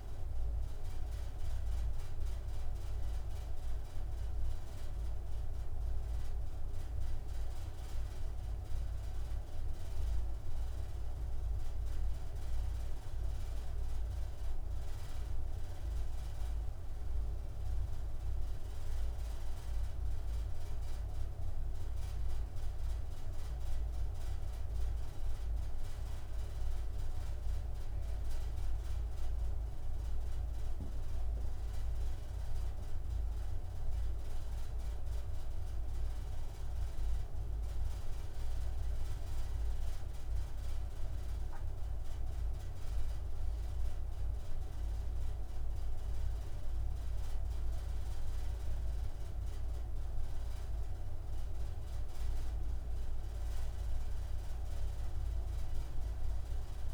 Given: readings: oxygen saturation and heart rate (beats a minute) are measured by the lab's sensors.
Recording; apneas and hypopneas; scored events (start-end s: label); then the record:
a person awake in a sleep study, hard to hear, by a room microphone; none
none scored
From the record:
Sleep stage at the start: awake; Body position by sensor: on the right side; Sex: male